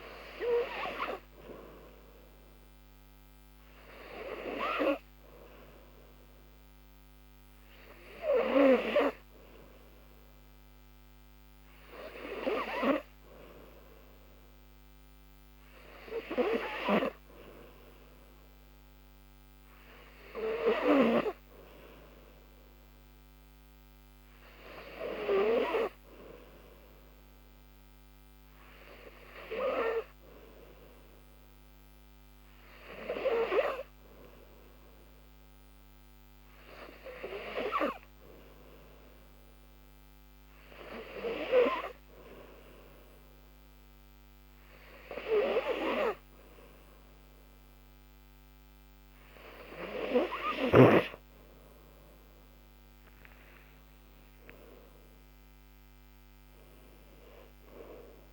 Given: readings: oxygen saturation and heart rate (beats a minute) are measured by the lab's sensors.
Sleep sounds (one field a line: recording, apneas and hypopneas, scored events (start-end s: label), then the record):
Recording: breathing in sleep by a microphone on the trachea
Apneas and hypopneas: none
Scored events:
none scored
From the record:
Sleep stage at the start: N3 (deep sleep)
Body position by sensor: on the back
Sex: female